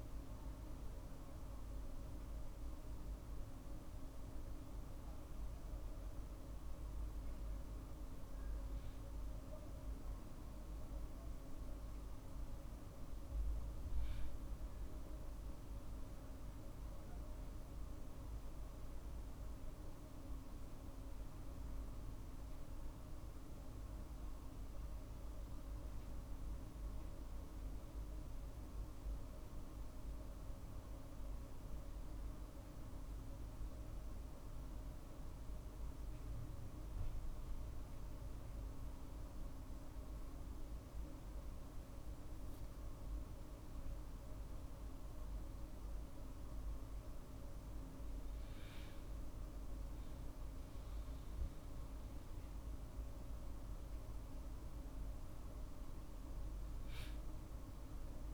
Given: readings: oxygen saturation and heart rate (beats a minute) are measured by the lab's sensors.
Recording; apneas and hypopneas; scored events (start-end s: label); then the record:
a person awake in a sleep study, hard to hear, by a room microphone; none
50.00-52.00 s: long interval between heartbeats (device-marked, heart rate 52 before, 61 extreme)
53.00-58.34 s: drop in pulse transit time (device-marked, heart rate 53 before, 51 extreme)
From the record:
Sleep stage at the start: awake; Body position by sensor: on the right side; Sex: male